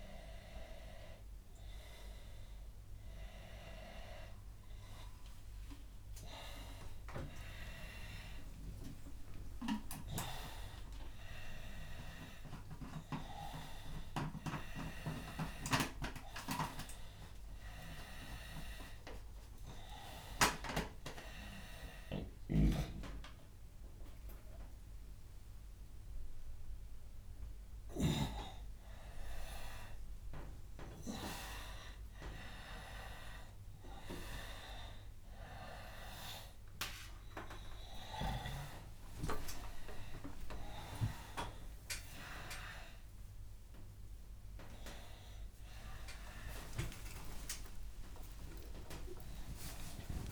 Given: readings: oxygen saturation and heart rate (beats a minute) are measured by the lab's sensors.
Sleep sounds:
a person awake in a sleep study, by a room microphone; none
22.00-28.00 s: snoring (device-marked)
From the record:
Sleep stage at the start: awake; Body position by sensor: upright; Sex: male

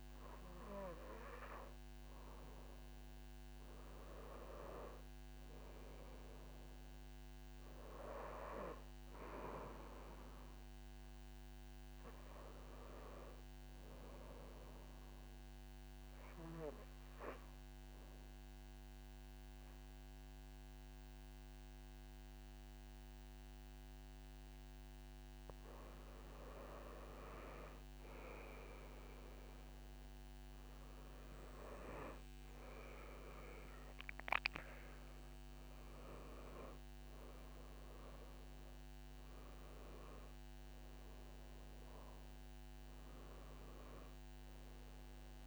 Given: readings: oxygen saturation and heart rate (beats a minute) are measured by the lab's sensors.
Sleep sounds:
breathing in sleep by a microphone on the trachea; 1
0.00-14.00 s: oxygen desaturation (device-marked, oxygen 93% lowest)
14.00-26.50 s: obstructive apnea (oxygen 98% before, 92% lowest)
28.50-32.00 s: arousal
33.00-45.47 s: oxygen desaturation (device-marked, oxygen 95% before, 92% lowest)
From the record:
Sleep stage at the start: N2 (light sleep); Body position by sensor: on the back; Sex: female

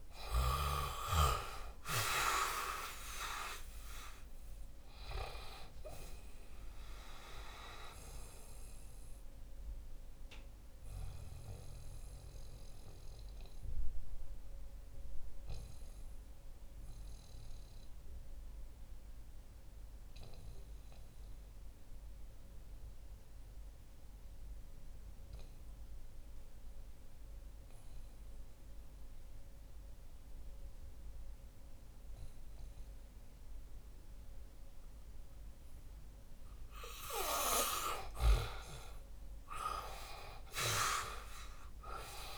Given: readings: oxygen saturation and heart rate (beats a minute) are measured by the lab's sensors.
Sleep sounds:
breathing in sleep by a room microphone; 1
0.00-4.50 s: arousal
8.00-35.50 s: obstructive apnea (oxygen 94% before, 88% lowest, heart rate 68 before, 59 extreme, up 9 after)
38.00-42.38 s: arousal
38.00-42.38 s: oxygen desaturation (device-marked, oxygen 98% before, 88% lowest, heart rate 65 before, 59 extreme)
From the record:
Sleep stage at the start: N2 (light sleep); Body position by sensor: on the back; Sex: male

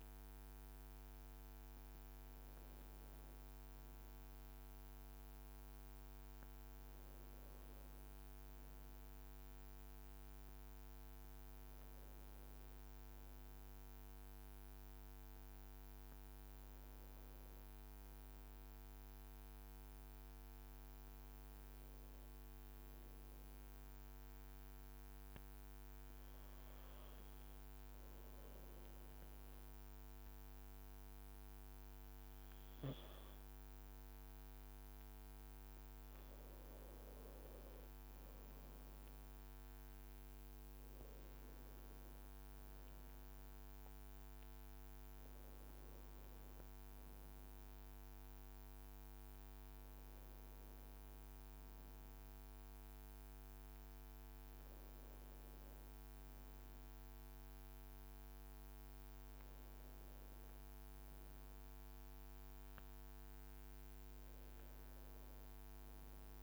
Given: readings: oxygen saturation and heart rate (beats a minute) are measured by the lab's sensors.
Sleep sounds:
breathing in sleep, hard to hear, by a microphone on the trachea; 1
6.00-11.00 s: leg movement (device-marked)
15.50-24.00 s: leg movement (device-marked)
18.50-34.50 s: obstructive apnea (oxygen 95% before, 92% lowest, heart rate 62 before, 56 extreme)
25.00-30.00 s: leg movement (device-marked)
34.50-39.50 s: leg movement (device-marked)
38.00-43.00 s: arousal
65.00-66.43 s: leg movement (device-marked)
From the record:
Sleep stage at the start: N2 (light sleep); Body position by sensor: on the back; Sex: male

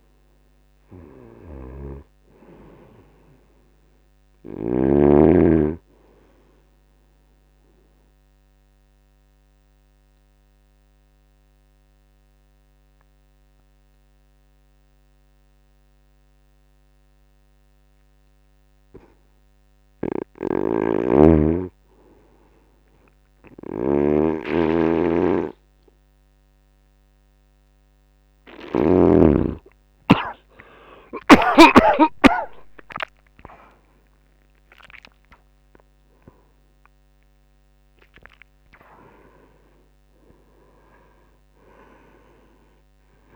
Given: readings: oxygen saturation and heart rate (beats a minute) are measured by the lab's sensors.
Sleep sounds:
breathing in sleep by a microphone on the trachea; 1
0.00-20.00 s: oxygen desaturation (device-marked, oxygen 87% lowest, heart rate 78 extreme)
1.50-5.00 s: snoring (device-marked)
7.50-21.00 s: obstructive apnea (oxygen 97% before, 87% lowest, heart rate 77 before, 78 extreme, up 1 after)
20.50-29.00 s: snoring (device-marked)
30.50-36.00 s: arousal
41.00-43.36 s: oxygen desaturation (device-marked, oxygen 95% before, 91% lowest, heart rate 82 before, 75 extreme)
From the record:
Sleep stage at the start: N2 (light sleep); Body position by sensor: on the back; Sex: male

